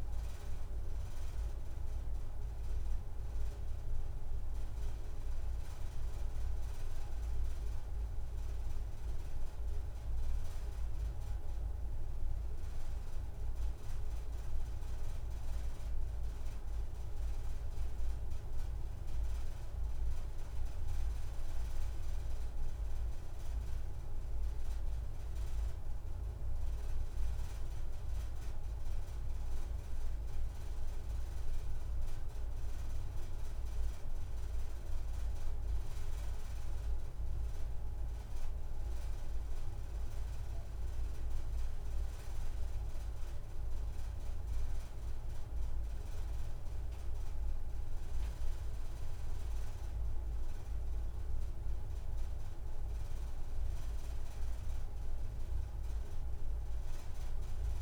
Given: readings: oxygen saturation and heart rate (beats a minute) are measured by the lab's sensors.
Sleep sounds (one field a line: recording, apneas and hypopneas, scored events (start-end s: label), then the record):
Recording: breathing in sleep, hard to hear, by a room microphone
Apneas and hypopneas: none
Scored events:
9.50-11.50 s: long interval between heartbeats (device-marked)
14.00-16.00 s: long interval between heartbeats (device-marked, heart rate 30 before, 57 extreme)
33.50-35.50 s: long interval between heartbeats (device-marked, heart rate 33 before, 26 extreme)
From the record:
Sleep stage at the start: N2 (light sleep)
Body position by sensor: on the right side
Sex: female